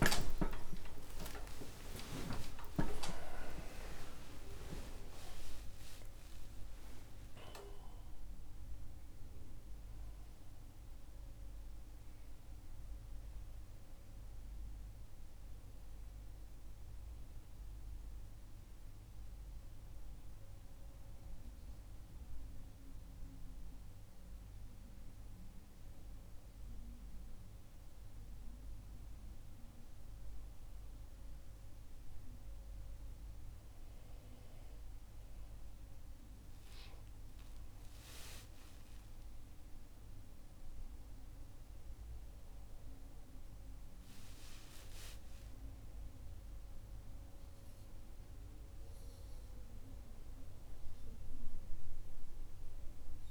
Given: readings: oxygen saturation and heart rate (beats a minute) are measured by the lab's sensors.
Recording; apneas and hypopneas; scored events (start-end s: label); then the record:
a person partly awake in a sleep study, by a room microphone; none
5.50-53.31 s: new sleep stage, N1 (lightest sleep)
38.50-44.50 s: arousal
From the record:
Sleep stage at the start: awake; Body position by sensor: upright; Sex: male